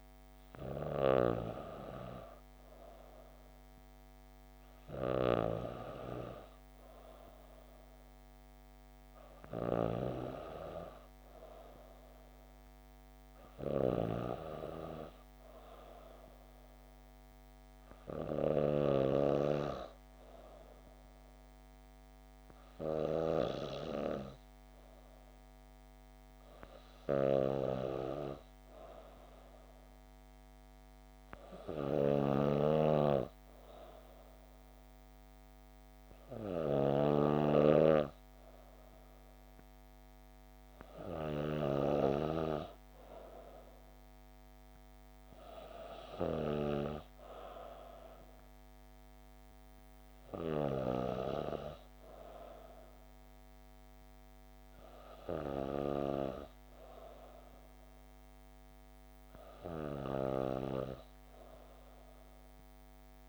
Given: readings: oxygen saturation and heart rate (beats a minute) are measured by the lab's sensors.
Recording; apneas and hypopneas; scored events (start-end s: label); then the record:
breathing in sleep by a microphone on the trachea; none
none scored
From the record:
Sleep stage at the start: N2 (light sleep); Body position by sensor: on the back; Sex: female